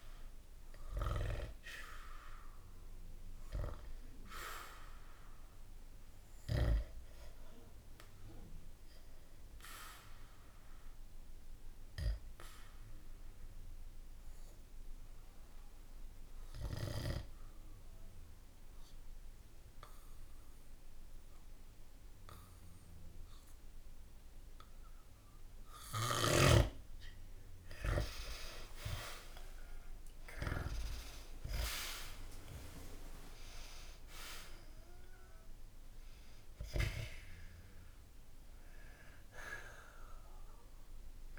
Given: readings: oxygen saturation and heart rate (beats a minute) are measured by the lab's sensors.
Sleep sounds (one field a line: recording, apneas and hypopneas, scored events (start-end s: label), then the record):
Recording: breathing in sleep by a room microphone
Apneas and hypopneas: 1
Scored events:
0.00-3.00 s: arousal
0.00-7.00 s: oxygen desaturation (device-marked, oxygen 91% lowest, heart rate 63 extreme)
10.50-26.00 s: obstructive apnea (oxygen 98% before, 90% lowest, heart rate 65 before, 63 extreme, up 1 after)
27.00-41.38 s: oxygen desaturation (device-marked, oxygen 97% before, 90% lowest, heart rate 65 before, 62 extreme)
28.50-33.00 s: arousal
From the record:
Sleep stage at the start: N2 (light sleep)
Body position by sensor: on the back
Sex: male